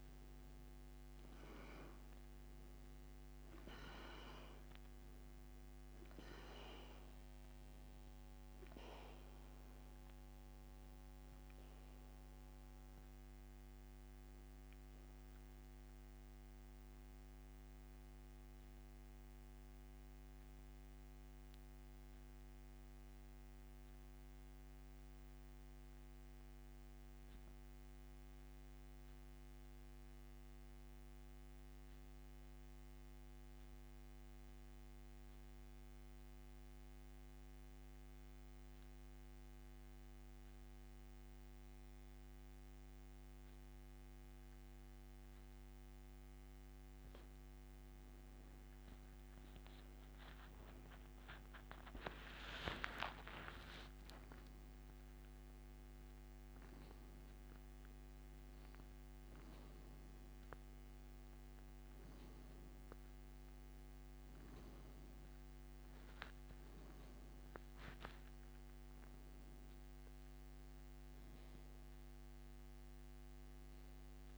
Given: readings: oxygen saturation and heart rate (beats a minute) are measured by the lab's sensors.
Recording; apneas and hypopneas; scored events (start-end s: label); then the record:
breathing in sleep by a microphone on the trachea; 1
14.50-46.00 s: central apnea (oxygen 97% before, 87% lowest, heart rate 84 before, 66 extreme, up 16 after)
18.00-45.00 s: oxygen desaturation (device-marked, oxygen 95% before, 89% lowest, heart rate 85 before, 66 extreme)
50.00-53.50 s: arousal
72.00-74.38 s: oxygen desaturation (device-marked, oxygen 96% before, 87% lowest, heart rate 85 before, 68 extreme)
From the record:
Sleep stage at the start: N2 (light sleep); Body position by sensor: on the back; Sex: male